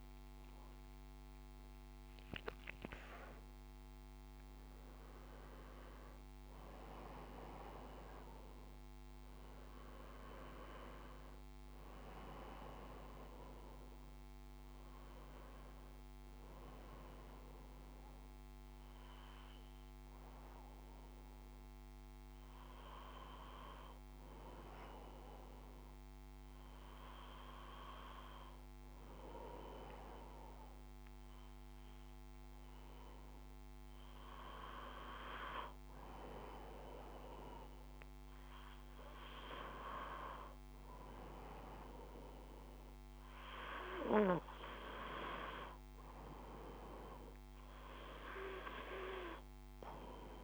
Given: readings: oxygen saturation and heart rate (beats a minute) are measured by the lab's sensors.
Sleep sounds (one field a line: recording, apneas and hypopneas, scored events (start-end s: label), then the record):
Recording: breathing in sleep by a microphone on the trachea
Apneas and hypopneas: none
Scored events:
0.00-2.50 s: arousal
From the record:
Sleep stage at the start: N2 (light sleep)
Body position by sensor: on the front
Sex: male